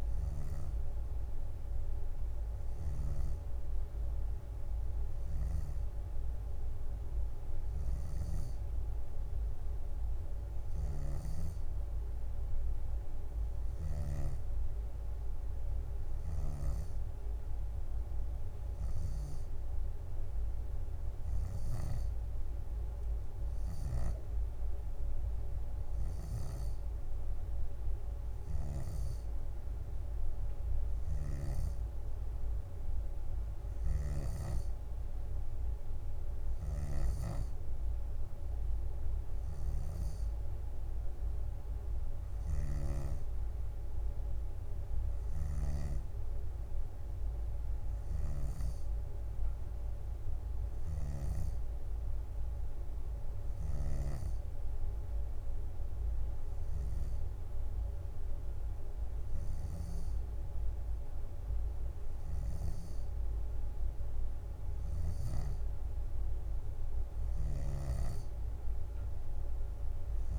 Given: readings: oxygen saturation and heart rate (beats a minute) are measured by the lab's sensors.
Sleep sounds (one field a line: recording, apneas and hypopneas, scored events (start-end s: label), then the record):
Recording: breathing in sleep by a room microphone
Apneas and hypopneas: none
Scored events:
11.00-14.50 s: snoring (device-marked)
42.50-46.00 s: snoring (device-marked)
48.00-51.50 s: snoring (device-marked)
54.00-67.00 s: drop in pulse transit time (device-marked, heart rate 64 before, 60 extreme)
From the record:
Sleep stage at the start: N2 (light sleep)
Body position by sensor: on the back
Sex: female